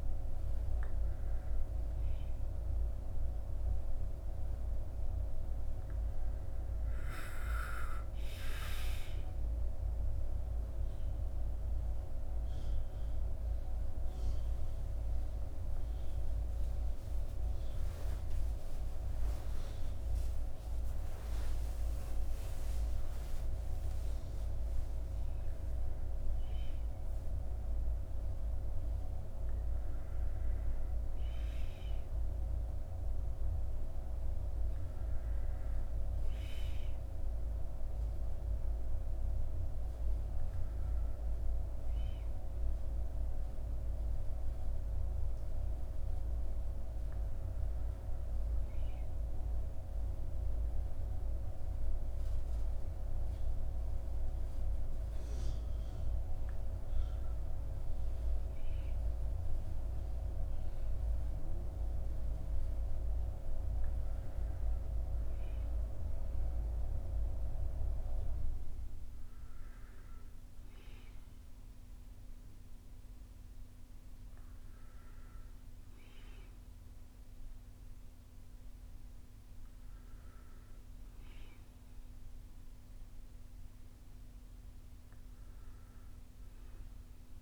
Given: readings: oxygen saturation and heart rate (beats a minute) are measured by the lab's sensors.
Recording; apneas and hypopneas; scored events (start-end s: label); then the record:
breathing in sleep by a room microphone; none
none scored
From the record:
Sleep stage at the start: N1 (lightest sleep); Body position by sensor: on the back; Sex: male